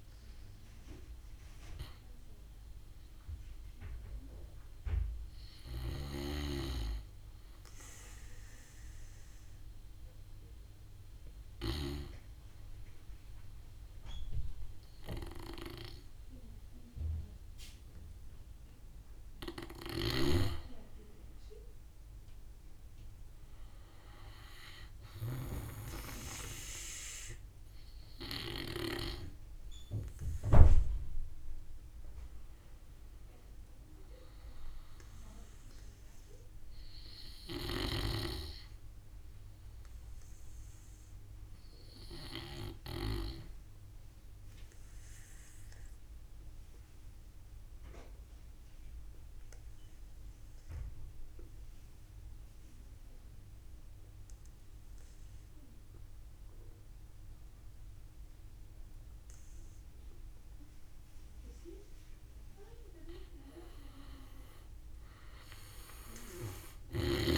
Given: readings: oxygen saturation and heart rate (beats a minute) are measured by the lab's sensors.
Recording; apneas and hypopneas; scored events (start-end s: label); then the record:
breathing in sleep by a room microphone; 2
0.00-2.00 s: arousal
4.50-19.00 s: hypopnea (oxygen 98% before, 85% lowest, heart rate 57 before, 49 extreme, up 10 after)
12.00-43.00 s: oxygen desaturation (device-marked, oxygen 98% before, 88% lowest, heart rate 55 before, 49 extreme)
19.50-22.50 s: arousal
35.50-61.50 s: obstructive apnea (oxygen 97% before, 85% lowest, heart rate 56 before, 50 extreme, up 13 after)
58.00-67.37 s: oxygen desaturation (device-marked, oxygen 96% before, 85% lowest, heart rate 54 before, 49 extreme)
64.00-67.37 s: arousal
From the record:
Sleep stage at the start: N2 (light sleep); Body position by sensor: on the back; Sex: male